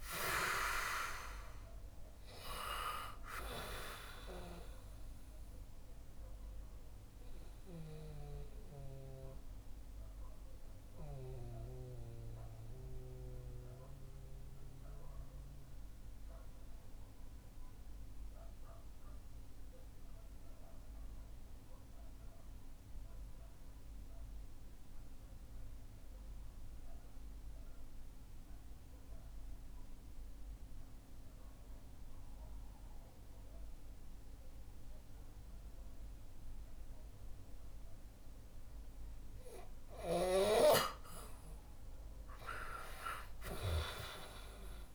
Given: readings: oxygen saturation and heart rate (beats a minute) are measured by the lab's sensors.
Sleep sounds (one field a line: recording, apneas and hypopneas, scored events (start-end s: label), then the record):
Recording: breathing in sleep by a room microphone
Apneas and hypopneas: 1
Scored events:
0.00-23.00 s: oxygen desaturation (device-marked, oxygen 88% lowest, heart rate 58 extreme)
7.00-40.00 s: mixed apnea (oxygen 98% before, 88% lowest, heart rate 65 before, 58 extreme, up 4 after)
39.00-44.95 s: oxygen desaturation (device-marked, oxygen 97% before, 90% lowest, heart rate 63 before, 59 extreme)
39.00-44.95 s: snoring (device-marked)
42.50-44.95 s: arousal
From the record:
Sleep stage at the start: N2 (light sleep)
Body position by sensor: on the back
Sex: male